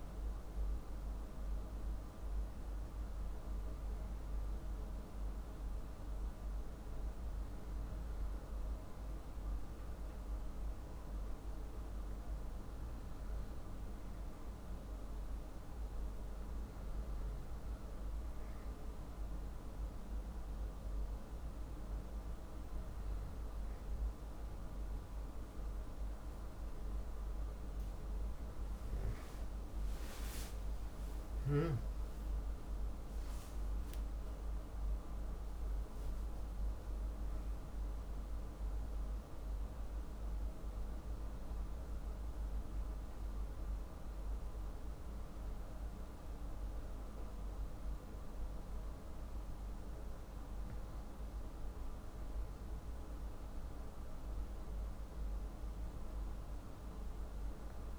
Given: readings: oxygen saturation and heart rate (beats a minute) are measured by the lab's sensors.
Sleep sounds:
breathing in sleep, hard to hear, by a room microphone; none
30.00-33.50 s: arousal
From the record:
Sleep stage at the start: N2 (light sleep); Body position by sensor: on the back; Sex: male

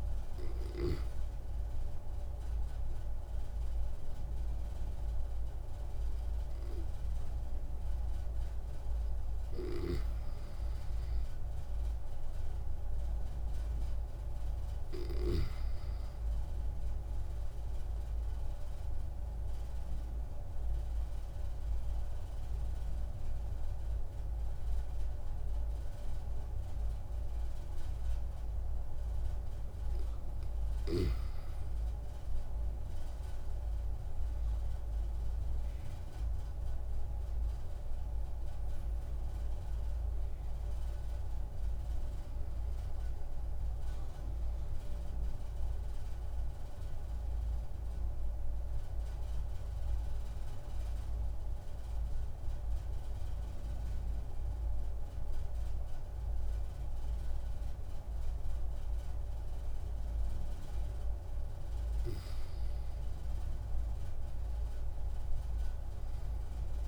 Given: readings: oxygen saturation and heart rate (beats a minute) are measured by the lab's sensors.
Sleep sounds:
breathing in sleep, hard to hear, by a room microphone; 2
11.50-14.50 s: arousal
19.50-30.50 s: obstructive apnea (oxygen 97% before, 94% lowest)
32.50-37.00 s: arousal
47.50-61.50 s: obstructive apnea (oxygen 96% before, 94% lowest)
62.00-66.00 s: arousal
From the record:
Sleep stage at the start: N2 (light sleep); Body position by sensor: on the back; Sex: male

